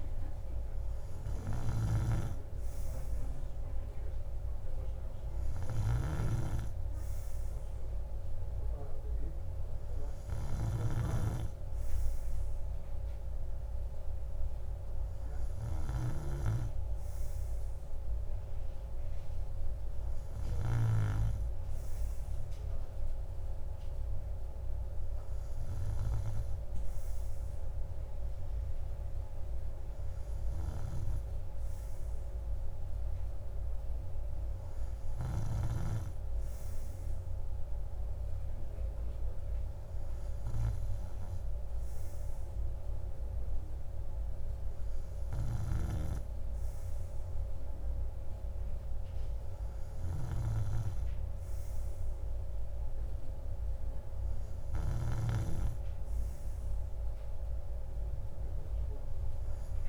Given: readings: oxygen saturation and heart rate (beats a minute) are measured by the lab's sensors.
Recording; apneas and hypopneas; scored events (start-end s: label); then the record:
breathing in sleep by a room microphone; none
none scored
From the record:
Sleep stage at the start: N2 (light sleep); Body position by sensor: on the right side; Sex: male